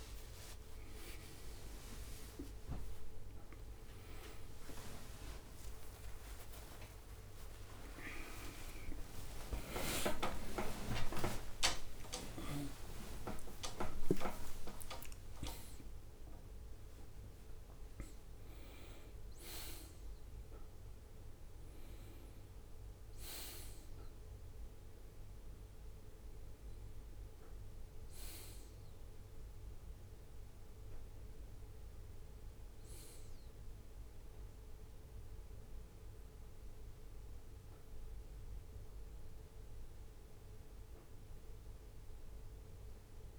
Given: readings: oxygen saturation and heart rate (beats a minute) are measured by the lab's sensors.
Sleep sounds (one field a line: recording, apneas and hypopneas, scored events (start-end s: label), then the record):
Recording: a person awake in a sleep study, by a room microphone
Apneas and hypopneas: none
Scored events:
6.50-12.50 s: tachycardia (device-marked, heart rate 67 before, 124 extreme)
10.50-12.50 s: long interval between heartbeats (device-marked, heart rate 74 before, 124 extreme)
41.00-42.00 s: leg movement (device-marked)
From the record:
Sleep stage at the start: awake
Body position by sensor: on the right side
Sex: male